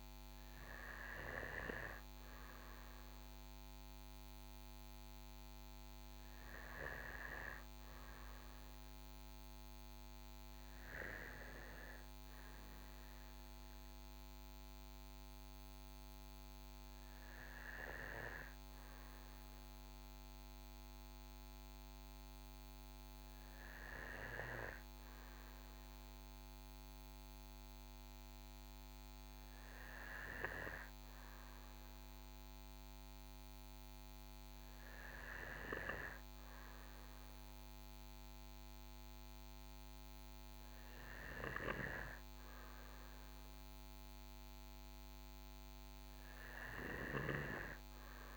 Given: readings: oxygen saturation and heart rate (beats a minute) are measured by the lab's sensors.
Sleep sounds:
breathing in sleep by a microphone on the trachea; none
none scored
From the record:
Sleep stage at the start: N2 (light sleep); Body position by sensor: on the right side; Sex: male

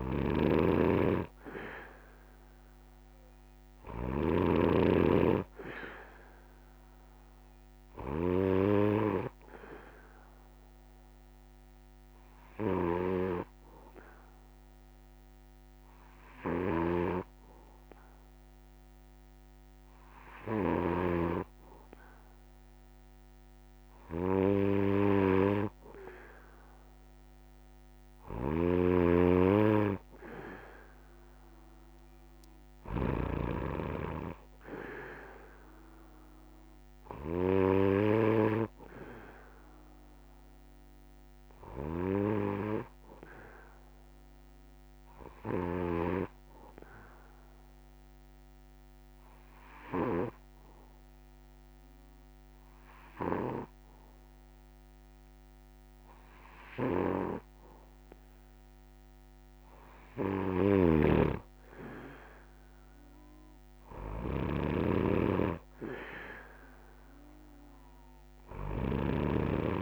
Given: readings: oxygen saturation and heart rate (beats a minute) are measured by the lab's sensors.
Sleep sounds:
breathing in sleep by a microphone on the trachea; 1
0.00-8.00 s: snoring (device-marked)
1.00-26.00 s: oxygen desaturation (device-marked, oxygen 97% before, 92% lowest, heart rate 136 before, 128 extreme)
16.00-20.50 s: snoring (device-marked)
28.00-38.00 s: snoring (device-marked)
45.00-50.00 s: snoring (device-marked)
45.00-58.50 s: hypopnea (oxygen 95% before, 91% lowest, heart rate 150 before, 140 extreme, up 53 after)
60.00-69.81 s: snoring (device-marked)
From the record:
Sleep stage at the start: N3 (deep sleep); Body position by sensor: on the back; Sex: male

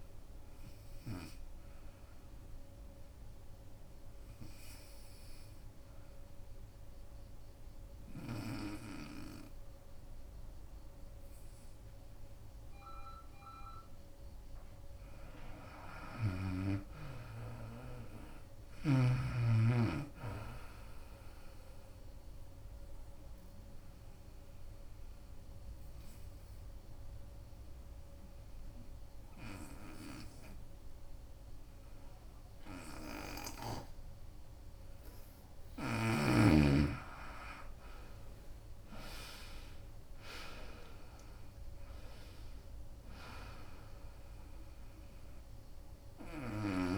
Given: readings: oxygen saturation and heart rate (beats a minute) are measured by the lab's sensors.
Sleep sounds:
breathing in sleep by a room microphone; 2
0.00-3.00 s: drop in pulse transit time (device-marked, heart rate 77 extreme)
0.00-15.00 s: oxygen desaturation (device-marked, oxygen 84% lowest, heart rate 64 extreme)
3.00-14.00 s: obstructive apnea (oxygen 94% before, 84% lowest, heart rate 81 before, 64 extreme, up 12 after)
16.00-19.00 s: arousal
20.00-36.00 s: oxygen desaturation (device-marked, oxygen 97% before, 88% lowest, heart rate 74 before, 63 extreme)
23.00-35.00 s: obstructive apnea (oxygen 97% before, 84% lowest, heart rate 74 before, 63 extreme, up 26 after)
37.00-41.00 s: arousal
38.00-46.98 s: drop in pulse transit time (device-marked, heart rate 71 before, 66 extreme)
42.00-46.98 s: oxygen desaturation (device-marked, oxygen 94% before, 86% lowest, heart rate 72 before, 63 extreme)
From the record:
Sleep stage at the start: N2 (light sleep); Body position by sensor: on the right side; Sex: female

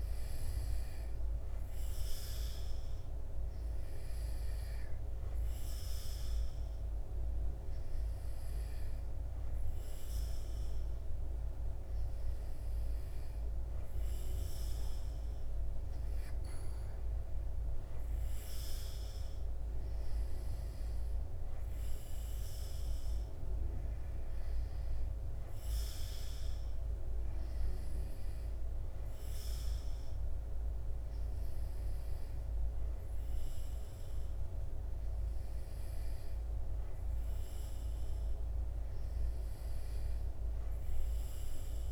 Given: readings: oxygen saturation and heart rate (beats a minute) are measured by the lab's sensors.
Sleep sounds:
breathing in sleep, hard to hear, by a room microphone; none
none scored
From the record:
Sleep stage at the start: N2 (light sleep); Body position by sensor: on the back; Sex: male

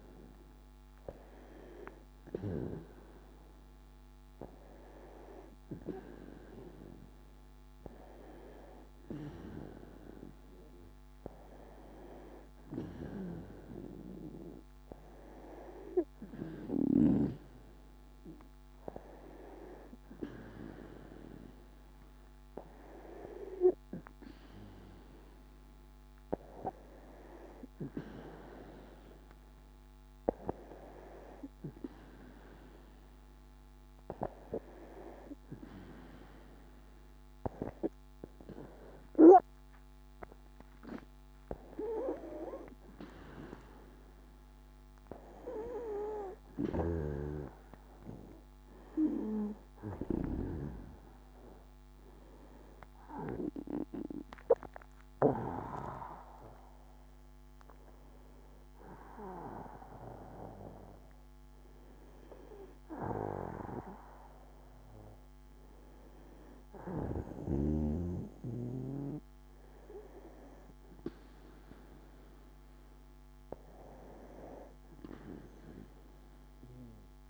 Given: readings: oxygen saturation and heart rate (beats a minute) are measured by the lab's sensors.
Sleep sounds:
breathing in sleep by a microphone on the trachea; 1
29.00-42.00 s: hypopnea (oxygen 96% before, 91% lowest, heart rate 63 before, 28 extreme, up 3 after)
46.00-50.00 s: snoring (device-marked)
46.50-52.00 s: arousal
52.00-69.00 s: oxygen desaturation (device-marked, oxygen 94% before, 91% lowest, heart rate 58 before, 51 extreme)
From the record:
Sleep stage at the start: N2 (light sleep); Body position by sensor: on the back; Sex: female

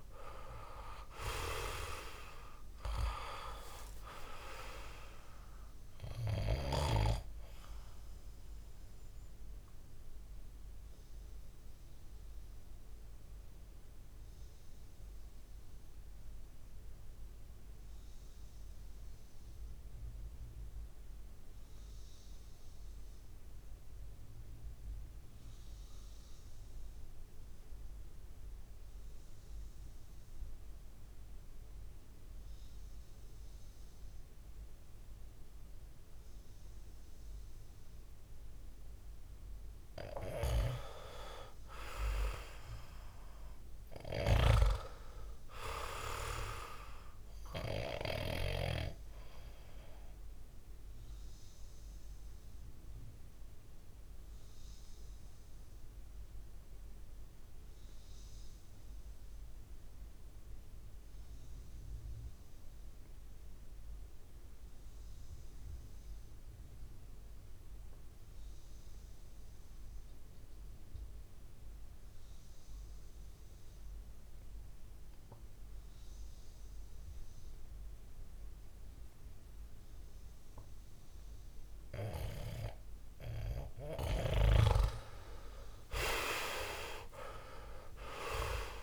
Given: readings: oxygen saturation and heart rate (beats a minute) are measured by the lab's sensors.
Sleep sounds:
breathing in sleep by a room microphone; 2
0.00-2.00 s: arousal
0.00-26.00 s: oxygen desaturation (device-marked, oxygen 91% lowest, heart rate 53 extreme)
7.50-39.00 s: mixed apnea (oxygen 99% before, 89% lowest, heart rate 62 before, 53 extreme, up 4 after)
40.50-44.00 s: arousal
41.00-67.00 s: oxygen desaturation (device-marked, oxygen 99% before, 89% lowest, heart rate 60 before, 55 extreme)
50.00-82.00 s: mixed apnea (oxygen 99% before, 88% lowest, heart rate 63 before, 55 extreme, up 11 after)
80.00-88.83 s: oxygen desaturation (device-marked, oxygen 98% before, 89% lowest, heart rate 61 before, 56 extreme)
84.00-88.83 s: arousal
From the record:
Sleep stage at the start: REM sleep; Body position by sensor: on the back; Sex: male

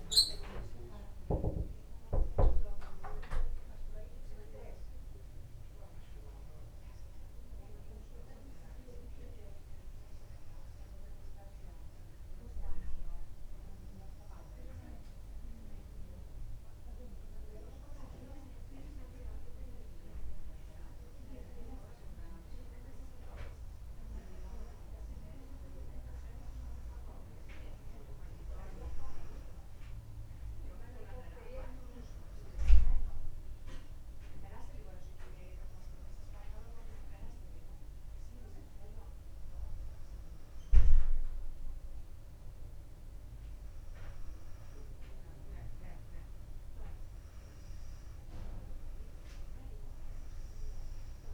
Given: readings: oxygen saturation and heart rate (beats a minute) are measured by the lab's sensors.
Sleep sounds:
breathing in sleep by a room microphone; 1
22.50-32.50 s: hypopnea (oxygen 98% before, 96% lowest, heart rate 60 before, 59 extreme, up 2 after)
33.00-37.00 s: arousal
From the record:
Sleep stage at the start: N2 (light sleep); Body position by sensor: on the back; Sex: female

